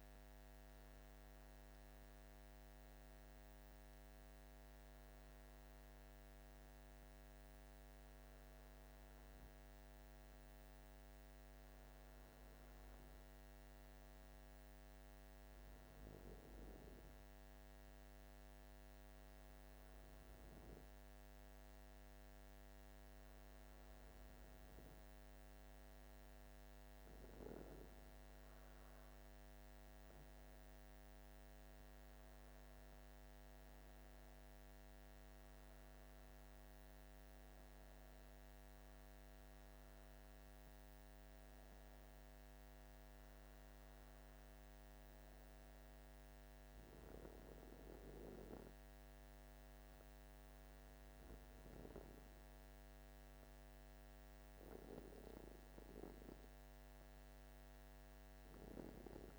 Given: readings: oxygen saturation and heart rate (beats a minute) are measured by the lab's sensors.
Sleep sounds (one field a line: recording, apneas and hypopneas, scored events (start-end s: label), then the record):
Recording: breathing in sleep by a microphone on the trachea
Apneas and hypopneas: none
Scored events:
40.50-59.39 s: new sleep stage, N2 (light sleep)
From the record:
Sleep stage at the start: N1 (lightest sleep)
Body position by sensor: on the back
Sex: male